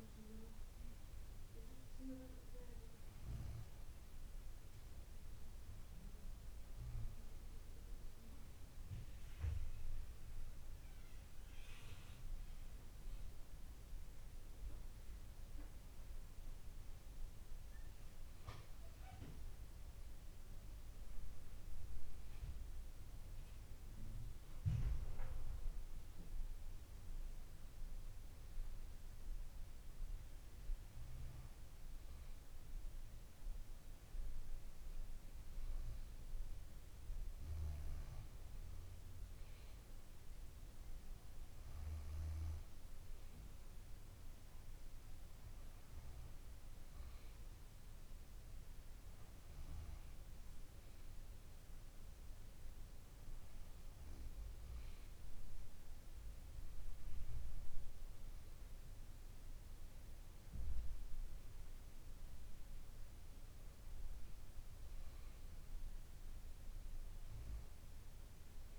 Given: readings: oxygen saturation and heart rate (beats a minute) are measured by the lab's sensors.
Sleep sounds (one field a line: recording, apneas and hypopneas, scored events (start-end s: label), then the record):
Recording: breathing in sleep, hard to hear, by a room microphone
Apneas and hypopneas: none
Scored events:
10.00-14.00 s: arousal
From the record:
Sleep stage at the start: N2 (light sleep)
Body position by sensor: on the back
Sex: female